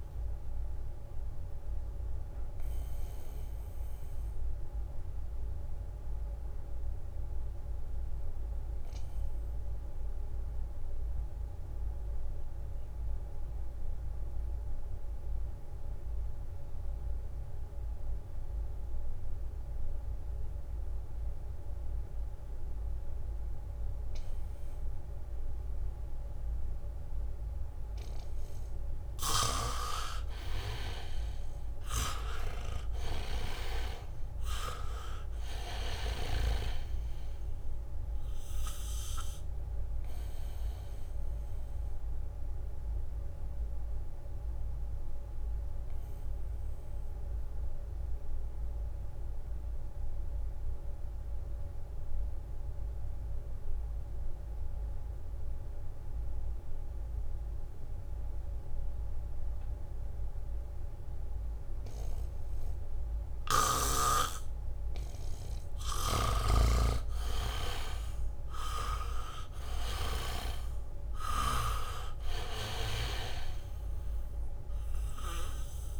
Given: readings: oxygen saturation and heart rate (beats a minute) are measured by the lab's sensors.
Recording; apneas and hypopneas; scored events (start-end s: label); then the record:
breathing in sleep by a room microphone; 2
0.00-15.50 s: oxygen desaturation (device-marked, oxygen 75% lowest, heart rate 62 extreme)
1.50-2.50 s: leg movement (device-marked)
2.50-28.50 s: mixed apnea (oxygen 98% before, 75% lowest, heart rate 69 before, 62 extreme, up 6 after)
21.50-55.50 s: oxygen desaturation (device-marked, oxygen 99% before, 77% lowest, heart rate 73 before, 62 extreme)
31.50-36.50 s: arousal
33.50-36.00 s: leg movement (device-marked)
41.00-65.50 s: obstructive apnea (oxygen 99% before, 75% lowest, heart rate 68 before, 65 extreme, up 2 after)
42.50-45.00 s: leg movement (device-marked)
54.00-56.50 s: leg movement (device-marked)
60.50-76.00 s: oxygen desaturation (device-marked, oxygen 98% before, 77% lowest, heart rate 72 before, 62 extreme)
66.50-70.50 s: snoring (device-marked)
67.50-71.00 s: arousal
From the record:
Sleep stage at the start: N2 (light sleep); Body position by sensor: on the back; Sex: male